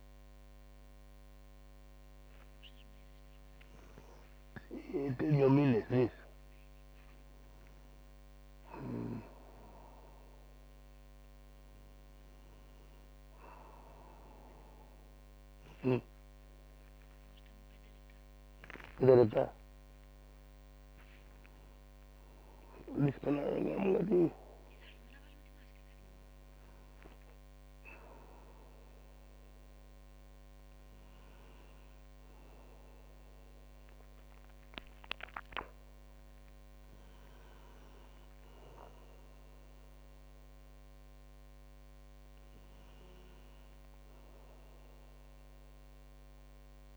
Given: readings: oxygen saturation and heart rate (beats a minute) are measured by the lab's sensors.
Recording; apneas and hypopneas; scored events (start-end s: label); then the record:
a person awake in a sleep study, by a microphone on the trachea; none
15.50-23.00 s: snoring (device-marked)
From the record:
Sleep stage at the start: awake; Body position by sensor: on the back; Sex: male